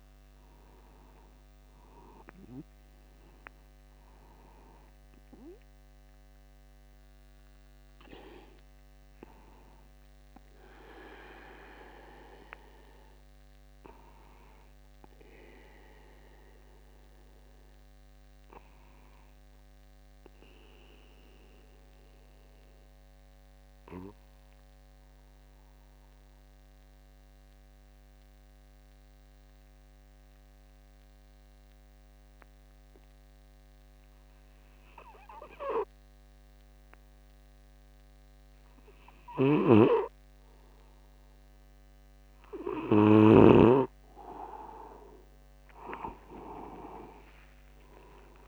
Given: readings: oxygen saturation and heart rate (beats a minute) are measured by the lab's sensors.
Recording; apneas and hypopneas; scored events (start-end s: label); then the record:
breathing in sleep by a microphone on the trachea; 1
9.50-11.50 s: long interval between heartbeats (device-marked, heart rate 51 before, 67 extreme)
15.00-42.50 s: obstructive apnea (oxygen 96% before, 94% lowest, heart rate 56 before, 50 extreme, up 10 after)
39.50-44.00 s: snoring (device-marked)
46.50-48.48 s: long interval between heartbeats (device-marked, heart rate 50 before, 58 extreme)
From the record:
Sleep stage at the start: N2 (light sleep); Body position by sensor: upright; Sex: male